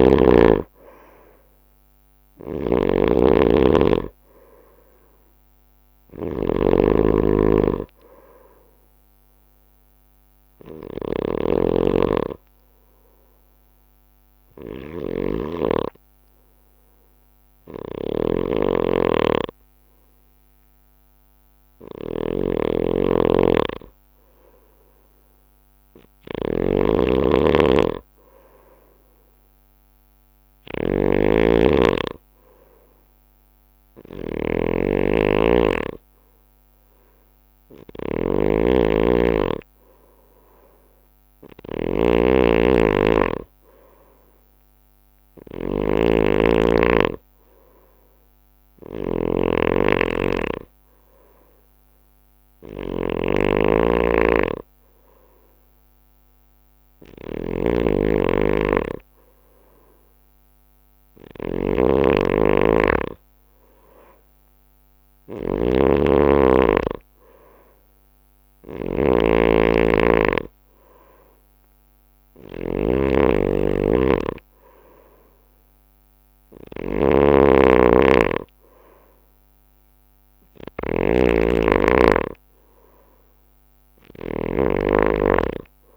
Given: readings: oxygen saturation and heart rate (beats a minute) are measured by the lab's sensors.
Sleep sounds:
breathing in sleep by a microphone on the trachea; 1
0.00-1.50 s: arousal
0.00-10.00 s: oxygen desaturation (device-marked, oxygen 91% lowest)
0.00-85.97 s: snoring (device-marked)
10.50-22.50 s: hypopnea (oxygen 95% before, 91% lowest)
25.50-29.50 s: arousal
From the record:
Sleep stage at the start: N2 (light sleep); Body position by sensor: on the right side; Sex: male

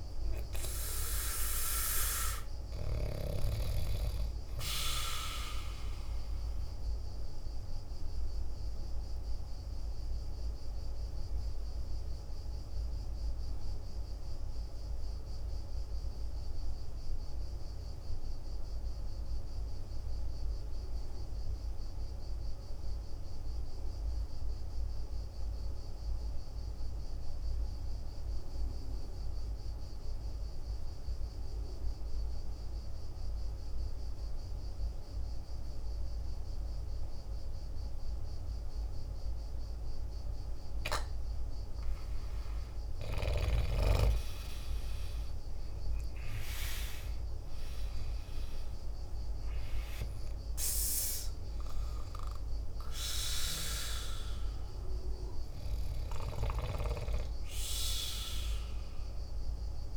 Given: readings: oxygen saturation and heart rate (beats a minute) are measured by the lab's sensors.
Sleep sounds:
breathing in sleep by a room microphone; 1
0.00-21.00 s: oxygen desaturation (device-marked, oxygen 86% lowest, heart rate 48 extreme)
9.00-42.50 s: obstructive apnea (oxygen 98% before, 84% lowest, heart rate 58 before, 48 extreme, up 12 after)
36.00-59.97 s: oxygen desaturation (device-marked, oxygen 99% before, 84% lowest, heart rate 51 before, 50 extreme)
44.50-49.00 s: arousal
From the record:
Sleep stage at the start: N2 (light sleep); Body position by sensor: on the back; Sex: male

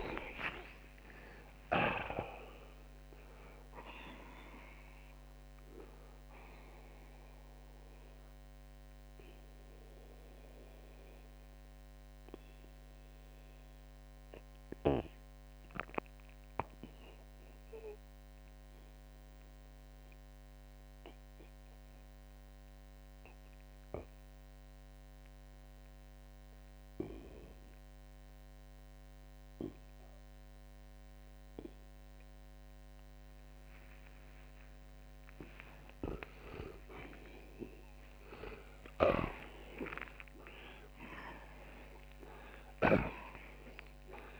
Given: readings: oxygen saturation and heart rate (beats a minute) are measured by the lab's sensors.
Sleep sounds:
breathing in sleep by a microphone on the trachea; 1
0.00-1.50 s: snoring (device-marked)
5.50-35.50 s: oxygen desaturation (device-marked, oxygen 92% before, 79% lowest, heart rate 135 before, 71 extreme)
8.00-36.50 s: mixed apnea (oxygen 93% before, 79% lowest, heart rate 137 before, 71 extreme)
38.00-42.50 s: arousal
38.50-42.50 s: snoring (device-marked)
From the record:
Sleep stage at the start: N2 (light sleep); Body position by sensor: on the back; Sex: male

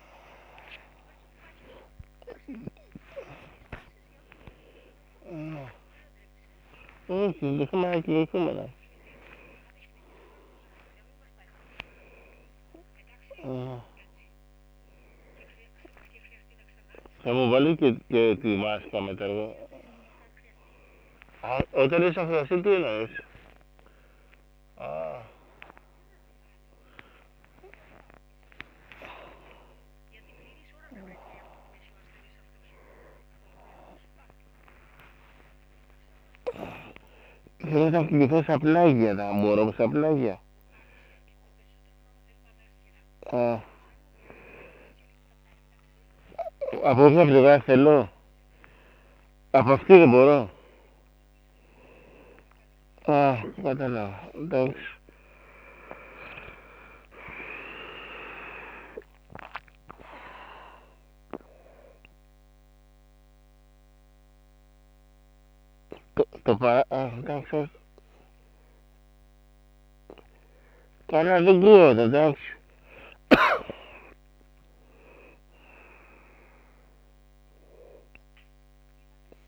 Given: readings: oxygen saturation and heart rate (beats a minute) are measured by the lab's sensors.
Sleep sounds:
a person awake in a sleep study, by a microphone on the trachea; none
2.50-4.50 s: long interval between heartbeats (device-marked, heart rate 101 before, 96 extreme)
6.50-8.50 s: long interval between heartbeats (device-marked, heart rate 100 before, 118 extreme)
12.50-14.50 s: long interval between heartbeats (device-marked, heart rate 106 before, 107 extreme)
14.50-16.50 s: long interval between heartbeats (device-marked, heart rate 108 before, 129 extreme)
17.00-19.00 s: long interval between heartbeats (device-marked, heart rate 113 before, 158 extreme)
17.00-22.00 s: snoring (device-marked)
21.50-23.50 s: long interval between heartbeats (device-marked, heart rate 121 before, 127 extreme)
30.00-32.00 s: long interval between heartbeats (device-marked, heart rate 118 before, 96 extreme)
33.00-35.00 s: long interval between heartbeats (device-marked, heart rate 120 before, 119 extreme)
36.50-38.50 s: long interval between heartbeats (device-marked, heart rate 121 before, 150 extreme)
40.00-42.00 s: long interval between heartbeats (device-marked, heart rate 118 before, 127 extreme)
43.00-45.00 s: long interval between heartbeats (device-marked, heart rate 116 before, 107 extreme)
46.00-48.00 s: long interval between heartbeats (device-marked, heart rate 117 before, 126 extreme)
46.50-53.50 s: snoring (device-marked)
49.00-51.00 s: bradycardia (device-marked, heart rate 96 before, 79 extreme)
54.50-56.50 s: long interval between heartbeats (device-marked, heart rate 113 before, 68 extreme)
59.50-61.50 s: long interval between heartbeats (device-marked, heart rate 102 before, 160 extreme)
61.50-63.50 s: long interval between heartbeats (device-marked, heart rate 106 before, 126 extreme)
64.00-70.00 s: bradycardia (device-marked, heart rate 97 before, 28 extreme)
67.00-69.00 s: long interval between heartbeats (device-marked, heart rate 107 before, 28 extreme)
67.00-71.50 s: snoring (device-marked)
71.00-79.48 s: bradycardia (device-marked)
71.50-73.50 s: long interval between heartbeats (device-marked, heart rate 94 before, 36 extreme)
75.50-77.50 s: long interval between heartbeats (device-marked, heart rate 91 before, 41 extreme)
From the record:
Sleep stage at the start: awake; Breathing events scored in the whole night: 320 in 4.1 hours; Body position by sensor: on the back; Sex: male

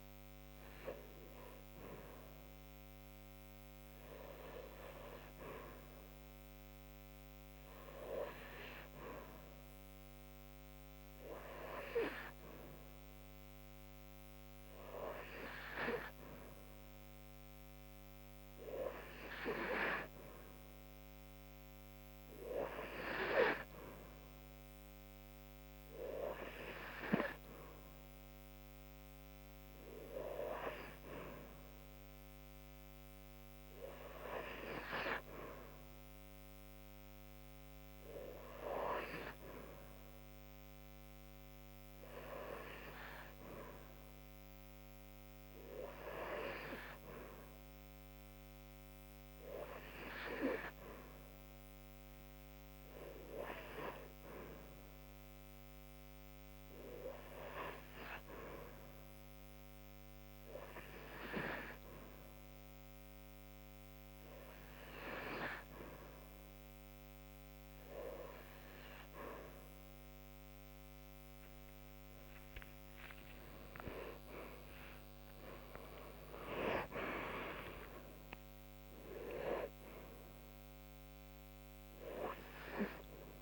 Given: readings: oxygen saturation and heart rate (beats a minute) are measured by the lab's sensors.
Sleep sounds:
breathing in sleep by a microphone on the trachea; none
71.50-76.50 s: arousal
From the record:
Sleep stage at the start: N2 (light sleep); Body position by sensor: on the right side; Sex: female

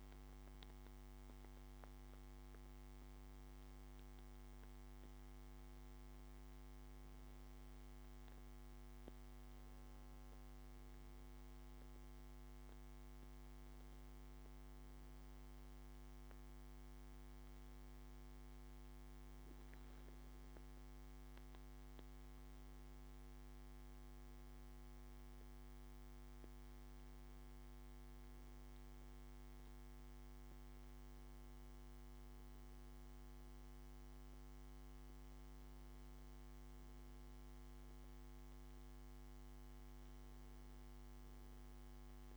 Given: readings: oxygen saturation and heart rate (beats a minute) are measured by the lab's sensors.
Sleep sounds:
breathing in sleep, hard to hear, by a microphone on the trachea; none
none scored
From the record:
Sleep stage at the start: N1 (lightest sleep); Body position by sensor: on the back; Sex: male

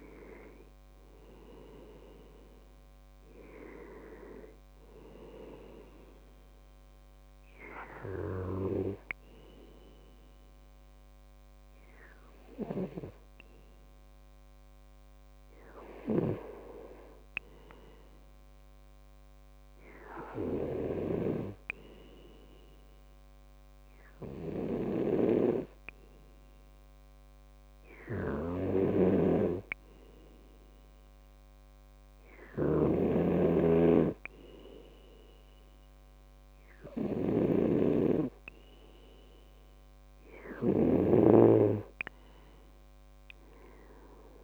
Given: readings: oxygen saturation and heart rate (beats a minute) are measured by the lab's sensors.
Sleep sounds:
breathing in sleep by a microphone on the trachea; none
43.00-44.44 s: arousal
From the record:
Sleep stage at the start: N2 (light sleep); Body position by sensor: on the left side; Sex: male

